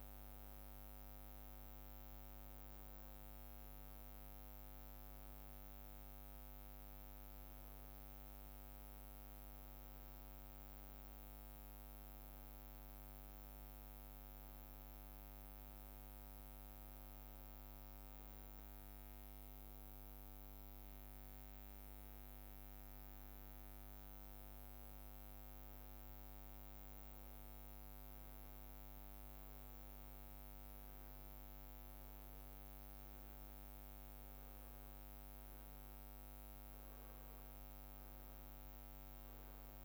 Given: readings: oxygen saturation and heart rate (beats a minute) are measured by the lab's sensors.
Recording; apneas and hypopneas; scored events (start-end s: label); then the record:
breathing in sleep, hard to hear, by a microphone on the trachea; none
16.50-39.85 s: new sleep stage, N2 (light sleep)
From the record:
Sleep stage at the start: N1 (lightest sleep); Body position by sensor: on the back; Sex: male